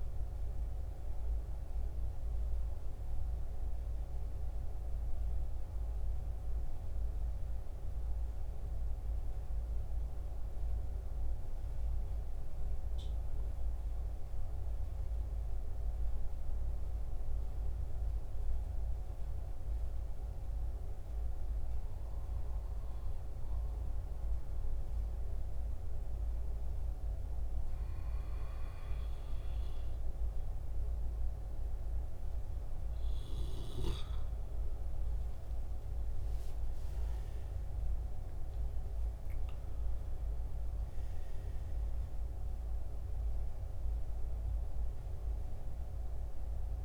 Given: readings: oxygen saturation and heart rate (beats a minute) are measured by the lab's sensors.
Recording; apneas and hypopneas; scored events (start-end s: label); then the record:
breathing in sleep, hard to hear, by a room microphone; 1
0.50-46.85 s: new sleep stage, N2 (light sleep)
2.50-31.50 s: hypopnea (oxygen 96% before, 88% lowest, heart rate 71 before, 64 extreme, up 11 after)
18.50-46.85 s: oxygen desaturation (device-marked, oxygen 96% before, 88% lowest, heart rate 68 before, 65 extreme)
35.00-39.00 s: arousal
From the record:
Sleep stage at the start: N1 (lightest sleep); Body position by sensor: on the back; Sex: male